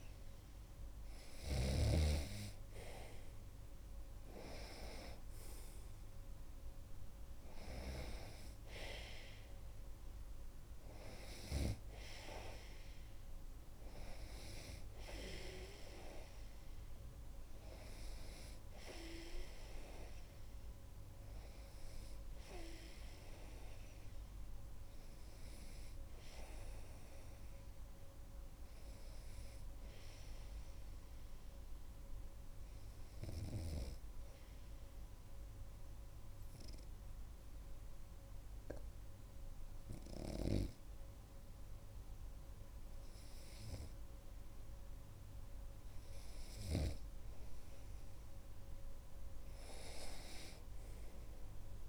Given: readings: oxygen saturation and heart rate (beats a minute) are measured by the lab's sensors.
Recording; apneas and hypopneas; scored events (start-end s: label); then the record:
breathing in sleep by a room microphone; 1
0.00-2.00 s: snoring (device-marked)
9.50-34.50 s: oxygen desaturation (device-marked, oxygen 97% before, 94% lowest)
32.50-44.00 s: obstructive apnea (oxygen 97% before, 96% lowest)
47.50-51.89 s: arousal
From the record:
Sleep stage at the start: N2 (light sleep); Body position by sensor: on the right side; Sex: male